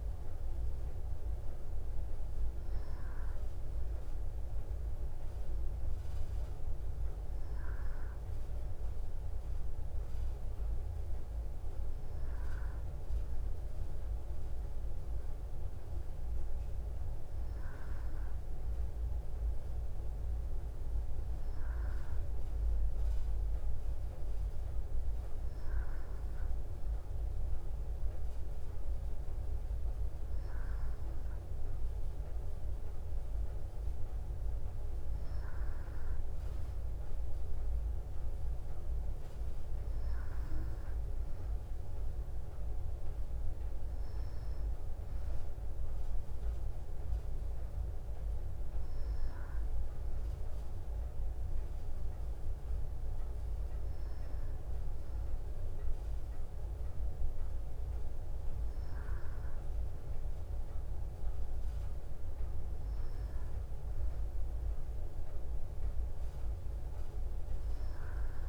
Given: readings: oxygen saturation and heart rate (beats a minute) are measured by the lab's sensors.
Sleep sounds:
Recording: breathing in sleep, hard to hear, by a room microphone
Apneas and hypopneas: none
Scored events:
49.00-68.49 s: new sleep stage, N3 (deep sleep)
From the record:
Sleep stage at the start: N2 (light sleep)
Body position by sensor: on the back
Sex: female

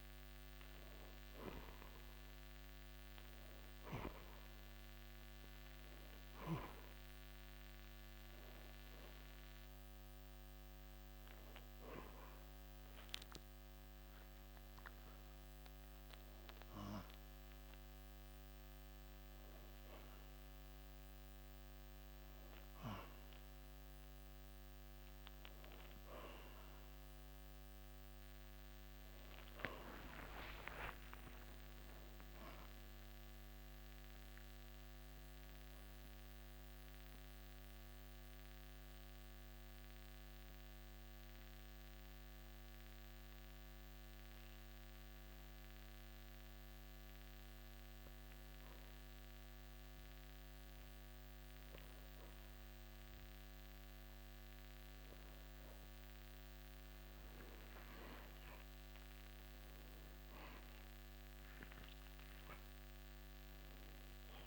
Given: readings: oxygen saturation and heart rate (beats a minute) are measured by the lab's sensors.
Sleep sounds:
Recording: breathing in sleep by a microphone on the trachea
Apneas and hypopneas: 1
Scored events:
28.50-32.50 s: arousal
36.50-57.00 s: mixed apnea (oxygen 97% before, 93% lowest, heart rate 81 before, 54 extreme, up 24 after)
57.00-64.47 s: oxygen desaturation (device-marked, oxygen 97% before, 93% lowest, heart rate 58 before, 55 extreme)
58.50-63.00 s: arousal
From the record:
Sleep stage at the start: N2 (light sleep)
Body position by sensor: on the back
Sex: male

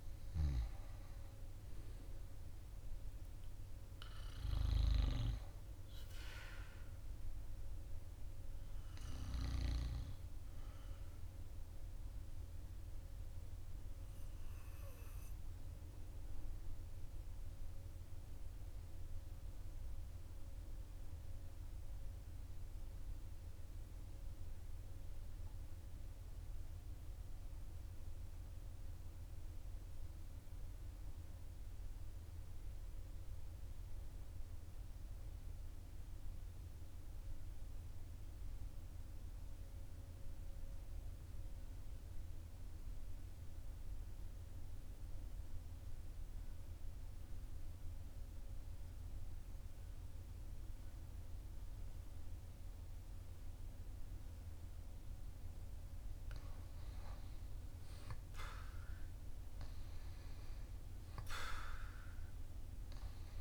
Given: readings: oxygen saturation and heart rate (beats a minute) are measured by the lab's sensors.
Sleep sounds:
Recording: breathing in sleep by a room microphone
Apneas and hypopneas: 1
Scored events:
0.00-11.50 s: oxygen desaturation (device-marked, oxygen 90% lowest, heart rate 42 extreme)
12.00-55.00 s: obstructive apnea (oxygen 95% before, 90% lowest, heart rate 44 before, 40 extreme, up 7 after)
42.50-63.41 s: oxygen desaturation (device-marked, oxygen 99% before, 90% lowest, heart rate 43 before, 42 extreme)
56.00-60.50 s: arousal
From the record:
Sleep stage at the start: N2 (light sleep)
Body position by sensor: on the right side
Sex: male

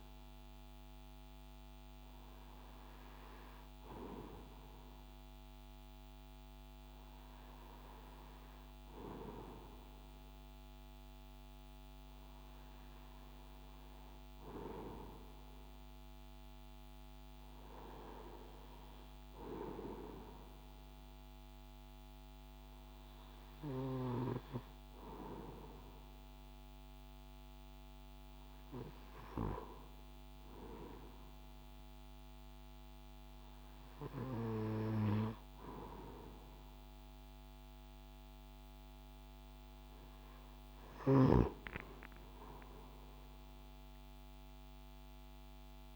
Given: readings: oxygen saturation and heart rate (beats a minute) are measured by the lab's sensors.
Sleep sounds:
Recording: breathing in sleep by a microphone on the trachea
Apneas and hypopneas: none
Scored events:
none scored
From the record:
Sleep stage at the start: REM sleep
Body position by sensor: on the right side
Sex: male

